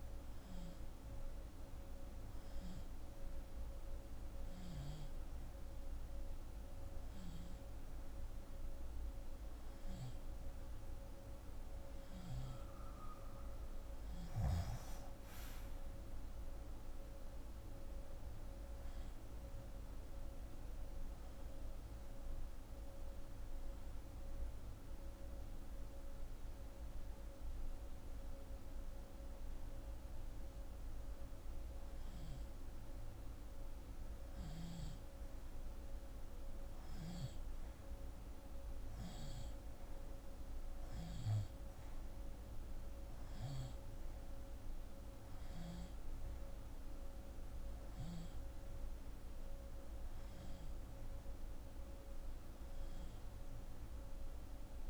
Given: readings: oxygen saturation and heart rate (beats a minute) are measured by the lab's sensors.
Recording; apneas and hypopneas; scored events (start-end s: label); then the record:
breathing in sleep, hard to hear, by a room microphone; none
none scored
From the record:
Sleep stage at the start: N2 (light sleep); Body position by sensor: on the left side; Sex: female